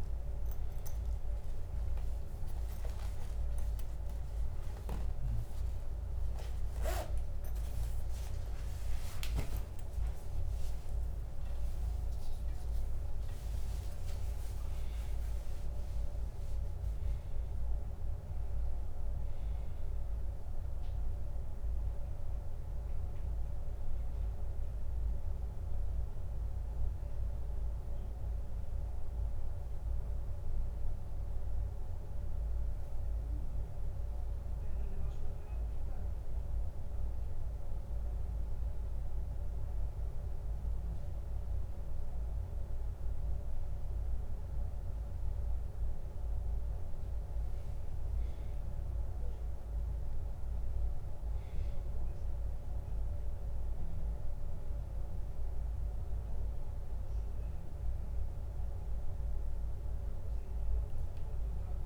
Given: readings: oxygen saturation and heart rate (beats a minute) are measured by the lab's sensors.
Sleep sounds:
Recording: a person awake in a sleep study, hard to hear, by a room microphone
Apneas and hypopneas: none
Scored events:
38.50-61.86 s: new sleep stage, N1 (lightest sleep)
From the record:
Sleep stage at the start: awake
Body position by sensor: on the back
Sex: male

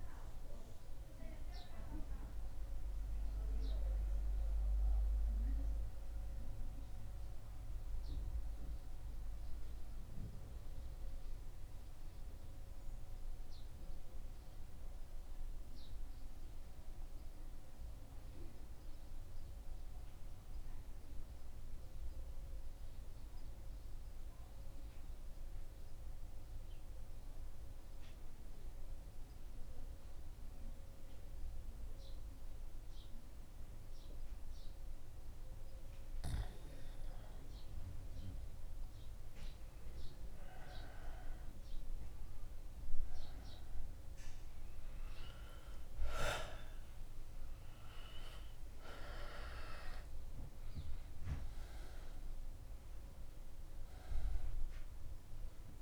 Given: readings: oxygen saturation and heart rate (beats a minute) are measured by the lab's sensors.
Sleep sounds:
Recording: breathing in sleep by a room microphone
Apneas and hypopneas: 1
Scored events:
0.00-2.00 s: arousal
4.50-34.50 s: central apnea (oxygen 97% before, 92% lowest, heart rate 77 before, 75 extreme, up 0 after)
30.00-43.00 s: oxygen desaturation (device-marked, oxygen 99% before, 92% lowest, heart rate 76 before, 75 extreme)
38.50-43.50 s: arousal
53.00-55.82 s: new sleep stage, N1 (lightest sleep)
From the record:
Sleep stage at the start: N2 (light sleep)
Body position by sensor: on the back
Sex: male

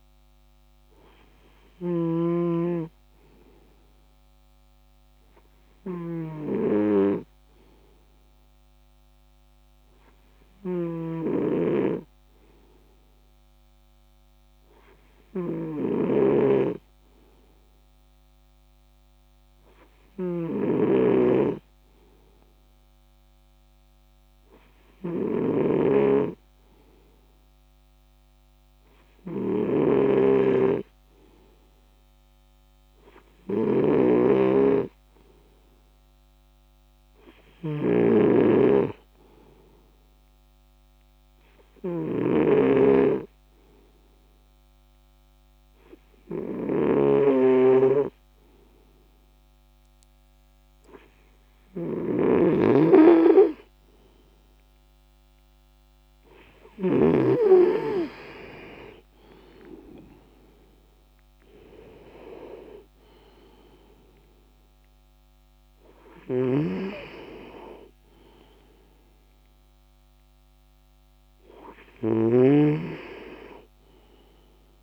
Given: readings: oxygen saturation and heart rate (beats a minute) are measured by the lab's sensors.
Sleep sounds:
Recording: breathing in sleep by a microphone on the trachea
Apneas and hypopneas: none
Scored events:
59.00-63.00 s: arousal
From the record:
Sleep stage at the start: N2 (light sleep)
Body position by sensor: on the right side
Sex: male

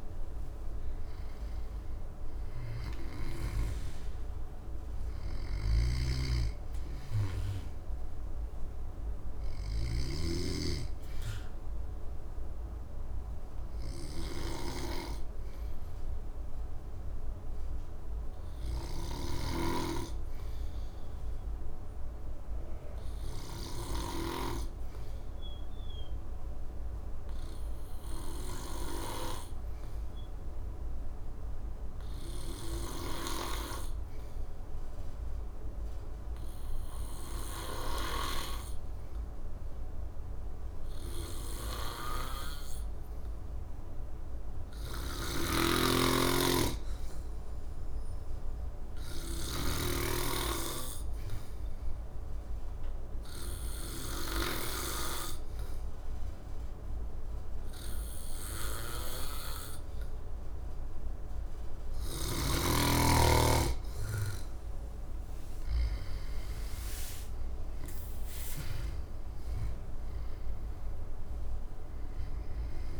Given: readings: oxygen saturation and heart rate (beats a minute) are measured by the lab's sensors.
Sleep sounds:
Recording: breathing in sleep by a room microphone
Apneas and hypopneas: 1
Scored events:
0.00-22.00 s: oxygen desaturation (device-marked, oxygen 90% lowest, heart rate 60 extreme)
5.00-10.00 s: snoring (device-marked)
11.50-62.00 s: obstructive apnea (oxygen 95% before, 90% lowest, heart rate 71 before, 60 extreme, up 13 after)
19.00-24.00 s: snoring (device-marked)
44.00-71.00 s: oxygen desaturation (device-marked, oxygen 98% before, 92% lowest, heart rate 61 before, 61 extreme)
45.00-54.50 s: snoring (device-marked)
62.00-73.00 s: snoring (device-marked)
65.50-71.00 s: arousal
From the record:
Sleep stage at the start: N2 (light sleep)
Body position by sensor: on the back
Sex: male

